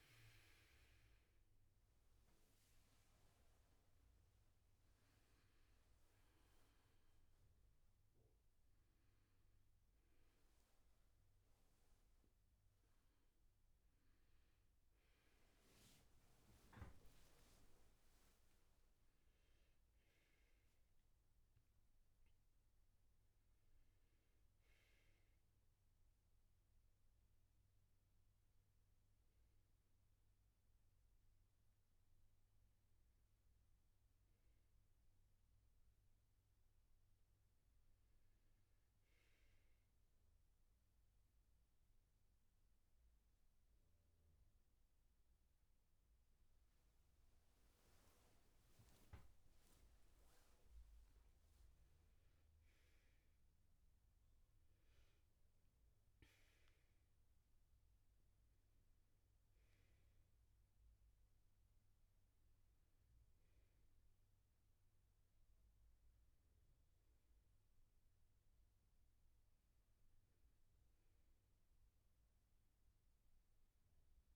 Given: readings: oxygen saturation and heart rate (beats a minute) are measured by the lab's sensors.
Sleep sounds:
a person awake in a sleep study, hard to hear, by a room microphone; none
none scored
From the record:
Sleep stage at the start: awake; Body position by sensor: on the back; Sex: male

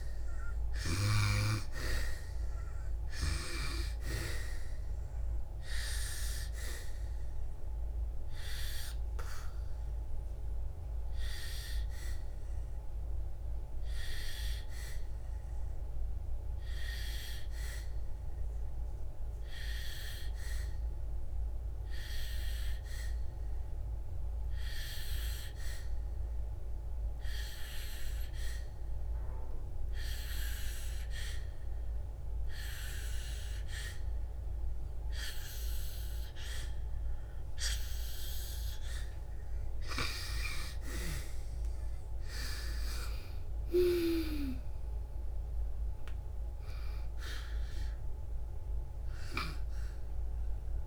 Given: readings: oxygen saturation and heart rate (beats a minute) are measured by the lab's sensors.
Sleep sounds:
breathing in sleep by a room microphone; 1
0.00-1.50 s: arousal
0.00-30.00 s: oxygen desaturation (device-marked, oxygen 90% lowest, heart rate 59 extreme)
8.00-39.00 s: obstructive apnea (oxygen 99% before, 90% lowest, heart rate 66 before, 55 extreme, up 6 after)
41.50-45.00 s: arousal
From the record:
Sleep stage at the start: N2 (light sleep); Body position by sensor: on the back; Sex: female

